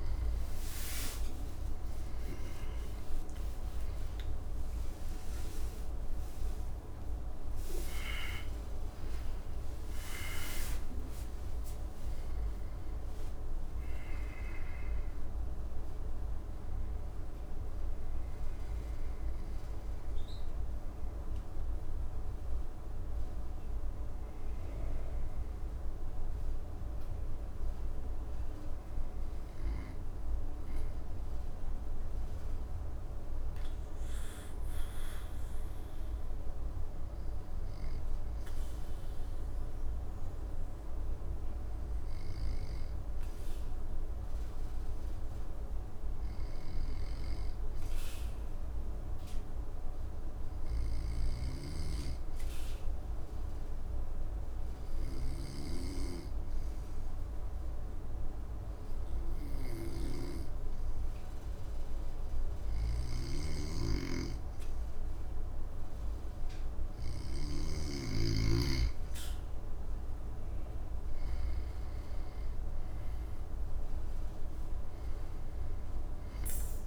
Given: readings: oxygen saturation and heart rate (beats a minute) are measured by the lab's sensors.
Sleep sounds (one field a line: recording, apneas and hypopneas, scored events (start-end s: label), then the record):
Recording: a person partly awake in a sleep study, by a room microphone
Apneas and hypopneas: 1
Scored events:
0.00-17.50 s: oxygen desaturation (device-marked, oxygen 94% lowest, heart rate 57 extreme)
28.50-76.87 s: new sleep stage, N2 (light sleep)
33.50-68.00 s: hypopnea (oxygen 100% before, 93% lowest, heart rate 66 before, 56 extreme, up 7 after)
62.50-68.00 s: snoring (device-marked)
69.50-76.87 s: oxygen desaturation (device-marked, oxygen 97% before, 94% lowest, heart rate 58 before, 55 extreme)
71.00-74.50 s: arousal
From the record:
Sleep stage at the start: awake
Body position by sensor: on the back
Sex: male